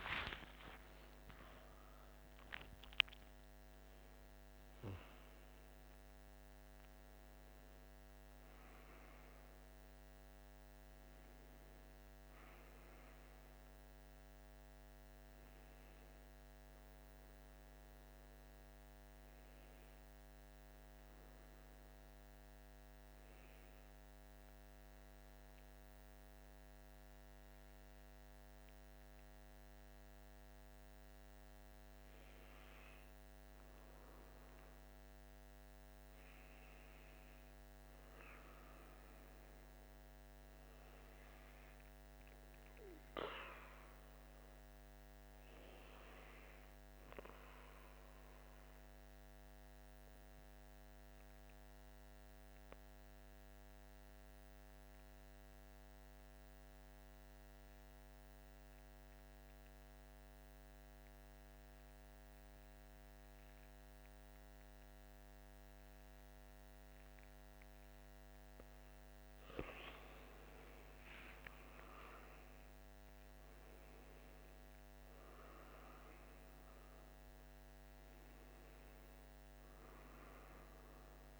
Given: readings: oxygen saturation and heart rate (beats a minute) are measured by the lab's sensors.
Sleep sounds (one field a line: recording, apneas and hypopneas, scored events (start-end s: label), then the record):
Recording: breathing in sleep, hard to hear, by a microphone on the trachea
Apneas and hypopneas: 1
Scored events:
0.00-10.50 s: oxygen desaturation (device-marked, oxygen 84% lowest, heart rate 50 extreme)
53.00-68.50 s: obstructive apnea (oxygen 99% before, 91% lowest, heart rate 51 before, 48 extreme, up 11 after)
68.50-81.40 s: oxygen desaturation (device-marked, oxygen 97% before, 91% lowest, heart rate 50 before, 48 extreme)
72.00-77.00 s: arousal
From the record:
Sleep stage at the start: N2 (light sleep)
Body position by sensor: on the back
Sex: male